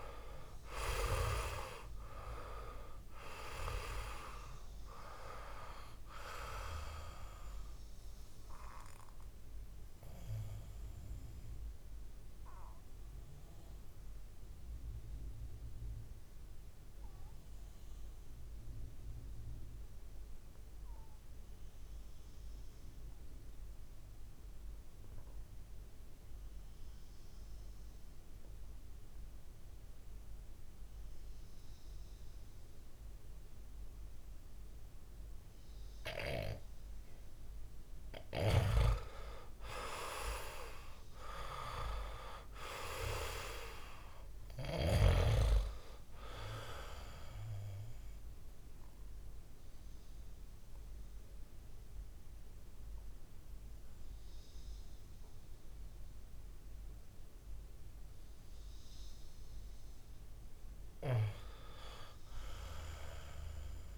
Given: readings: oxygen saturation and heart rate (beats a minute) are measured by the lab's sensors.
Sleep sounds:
breathing in sleep by a room microphone; 2
0.00-2.00 s: arousal
0.00-25.00 s: oxygen desaturation (device-marked, oxygen 86% lowest, heart rate 60 extreme)
8.50-37.50 s: mixed apnea (oxygen 98% before, 86% lowest, heart rate 64 before, 61 extreme, up 6 after)
39.00-62.00 s: oxygen desaturation (device-marked, oxygen 98% before, 90% lowest, heart rate 66 before, 62 extreme)
39.50-42.50 s: arousal
47.00-58.00 s: obstructive apnea (oxygen 99% before, 90% lowest, heart rate 68 before, 62 extreme, up 6 after)
61.00-63.98 s: arousal
From the record:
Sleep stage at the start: REM sleep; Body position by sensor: on the back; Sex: male

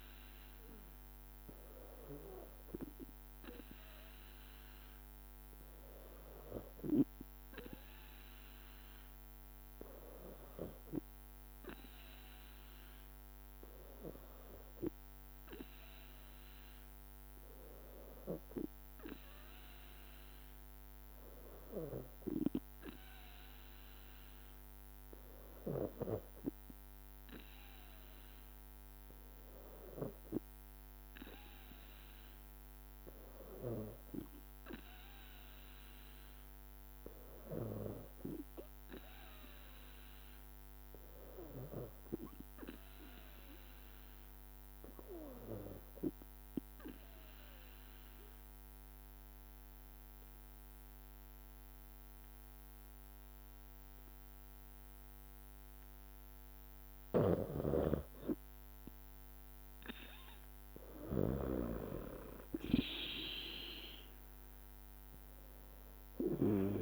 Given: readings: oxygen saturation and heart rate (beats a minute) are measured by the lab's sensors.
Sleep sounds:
breathing in sleep by a microphone on the trachea; 1
46.50-58.00 s: obstructive apnea (oxygen 95% before, 90% lowest, heart rate 56 before, 53 extreme, up 4 after)
57.00-61.50 s: snoring (device-marked)
63.50-66.82 s: arousal
64.00-66.82 s: drop in pulse transit time (device-marked, heart rate 55 before, 54 extreme)
From the record:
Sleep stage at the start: N2 (light sleep); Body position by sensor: on the back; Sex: female

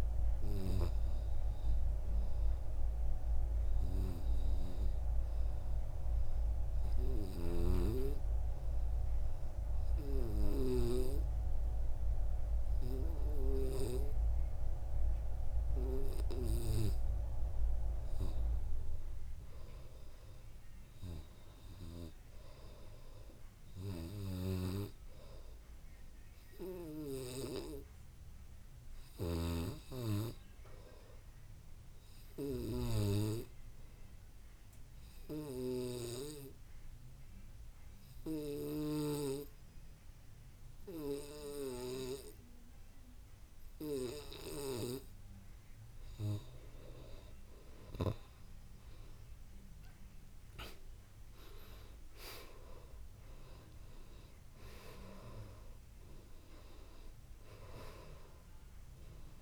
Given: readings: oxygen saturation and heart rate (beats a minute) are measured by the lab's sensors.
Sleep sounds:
breathing in sleep by a room microphone; 2
0.00-10.50 s: oxygen desaturation (device-marked, oxygen 93% lowest, heart rate 59 extreme)
7.00-18.00 s: obstructive apnea (oxygen 98% before, 86% lowest, heart rate 61 before, 59 extreme, up 4 after)
20.00-23.50 s: arousal
26.50-43.50 s: oxygen desaturation (device-marked, oxygen 95% before, 89% lowest, heart rate 60 before, 59 extreme)
34.50-45.50 s: obstructive apnea (oxygen 95% before, 86% lowest, heart rate 62 before, 57 extreme, up 7 after)
47.00-50.50 s: arousal
52.50-59.42 s: oxygen desaturation (device-marked, oxygen 94% before, 86% lowest, heart rate 62 before, 52 extreme)
From the record:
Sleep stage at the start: N2 (light sleep); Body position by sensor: on the back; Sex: male

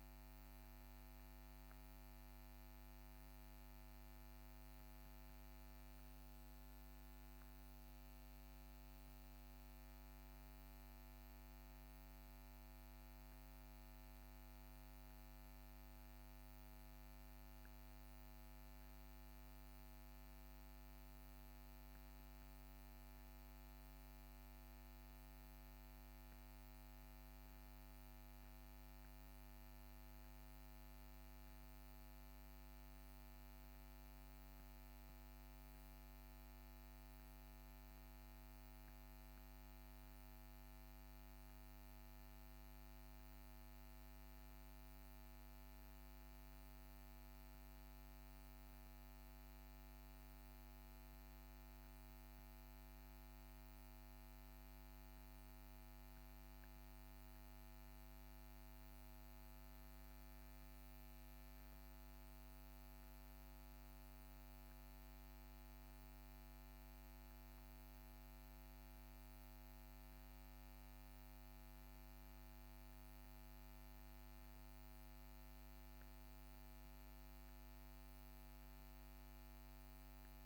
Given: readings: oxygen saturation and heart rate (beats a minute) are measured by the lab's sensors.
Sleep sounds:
a person awake in a sleep study, hard to hear, by a microphone on the trachea; none
none scored
From the record:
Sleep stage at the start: awake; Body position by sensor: on the back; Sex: male

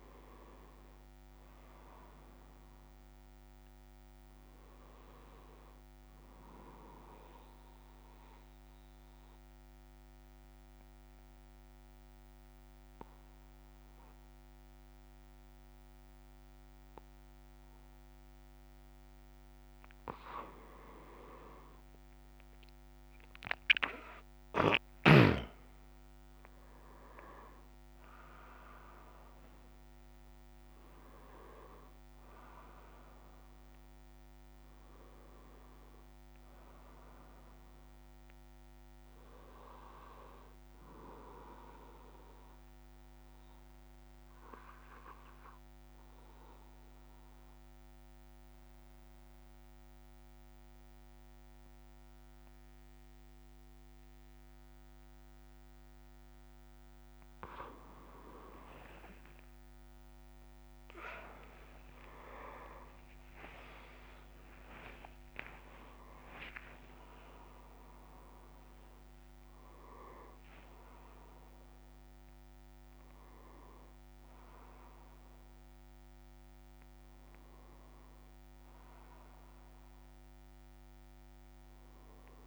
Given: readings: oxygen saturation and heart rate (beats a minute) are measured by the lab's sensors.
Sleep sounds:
breathing in sleep by a microphone on the trachea; 2
7.50-20.00 s: obstructive apnea (oxygen 98% before, 94% lowest)
43.00-56.50 s: obstructive apnea (oxygen 98% before, 94% lowest)
65.00-82.47 s: oxygen desaturation (device-marked, oxygen 98% before, 94% lowest)
From the record:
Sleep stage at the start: N2 (light sleep); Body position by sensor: on the back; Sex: male

